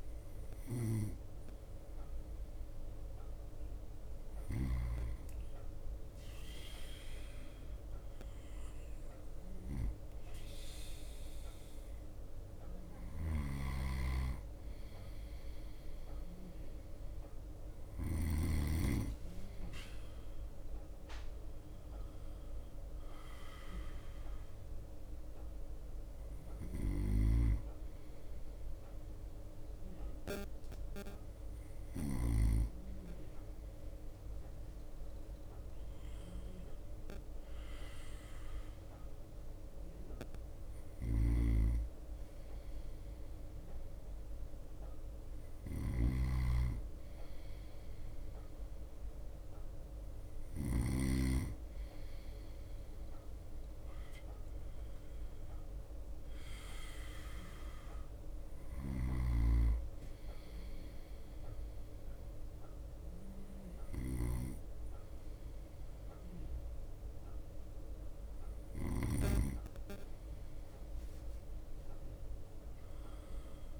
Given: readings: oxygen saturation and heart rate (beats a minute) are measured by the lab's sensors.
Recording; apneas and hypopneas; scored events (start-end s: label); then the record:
breathing in sleep by a room microphone; none
0.00-6.50 s: bradycardia (device-marked, heart rate 54 extreme)
8.50-73.50 s: bradycardia (device-marked, heart rate 57 before, 55 extreme)
13.50-18.50 s: snoring (device-marked)
21.50-33.50 s: drop in pulse transit time (device-marked, heart rate 57 before, 57 extreme)
27.00-32.50 s: snoring (device-marked)
41.50-51.50 s: snoring (device-marked)
59.00-69.50 s: snoring (device-marked)
From the record:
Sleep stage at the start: N2 (light sleep); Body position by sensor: on the right side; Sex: male